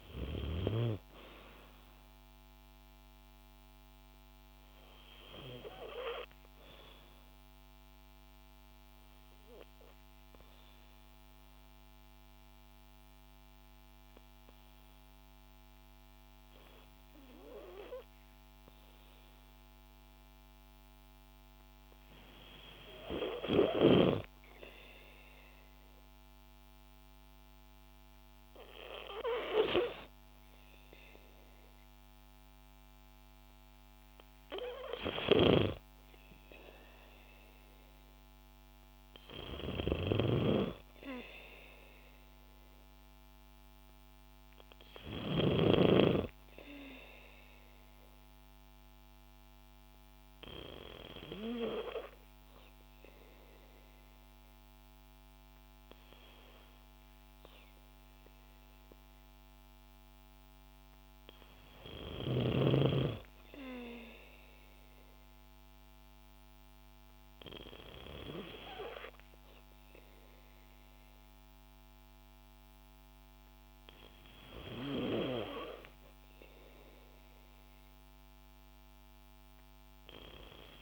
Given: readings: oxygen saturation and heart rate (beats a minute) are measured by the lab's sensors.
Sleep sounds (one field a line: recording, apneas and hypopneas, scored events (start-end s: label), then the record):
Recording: breathing in sleep by a microphone on the trachea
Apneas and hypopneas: 2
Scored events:
0.00-17.50 s: oxygen desaturation (device-marked, oxygen 91% lowest, heart rate 55 extreme)
8.00-21.50 s: obstructive apnea (oxygen 96% before, 91% lowest, heart rate 60 before, 55 extreme, up 4 after)
24.00-27.50 s: arousal
47.50-62.00 s: hypopnea (oxygen 97% before, 92% lowest, heart rate 59 before, 55 extreme, up 4 after)
64.50-67.50 s: arousal
From the record:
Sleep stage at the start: N2 (light sleep)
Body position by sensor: on the back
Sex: female